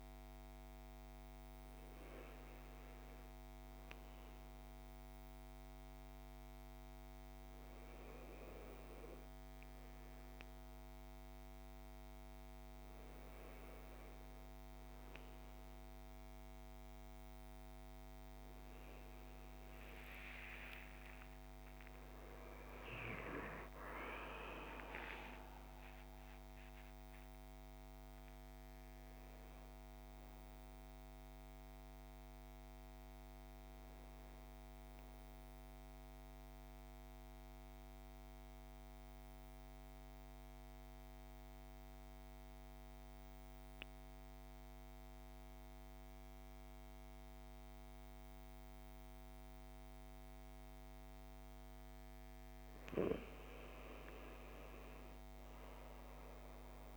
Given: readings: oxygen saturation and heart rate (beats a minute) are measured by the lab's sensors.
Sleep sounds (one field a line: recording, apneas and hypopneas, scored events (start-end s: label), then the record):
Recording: breathing in sleep by a microphone on the trachea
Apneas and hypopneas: 1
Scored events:
19.50-24.50 s: arousal
35.50-51.50 s: central apnea (oxygen 97% before, 91% lowest, heart rate 61 before, 47 extreme, up 7 after)
53.50-56.97 s: arousal
55.00-56.97 s: oxygen desaturation (device-marked, oxygen 99% before, 91% lowest)
From the record:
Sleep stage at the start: N1 (lightest sleep)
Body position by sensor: on the back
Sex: male